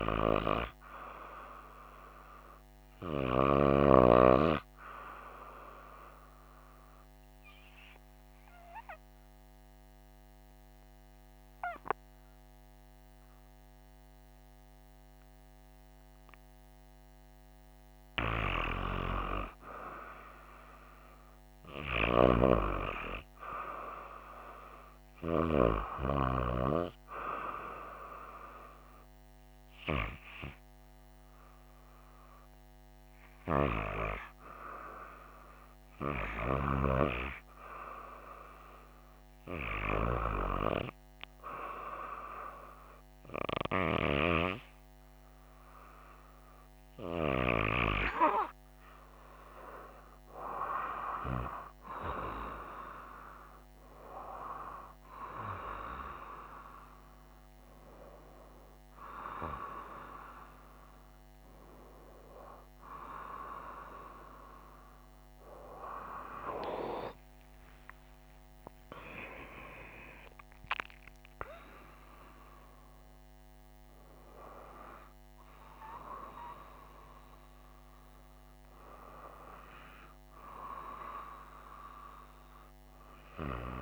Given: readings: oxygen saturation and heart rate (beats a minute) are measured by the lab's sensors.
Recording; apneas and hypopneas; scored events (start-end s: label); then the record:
breathing in sleep by a microphone on the trachea; 1
7.00-18.00 s: obstructive apnea (oxygen 96% before, 93% lowest, heart rate 65 before, 62 extreme, up 3 after)
20.50-24.50 s: arousal
63.00-83.82 s: new sleep stage, N1 (lightest sleep)
67.00-72.00 s: arousal
From the record:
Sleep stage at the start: REM sleep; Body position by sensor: on the right side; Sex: female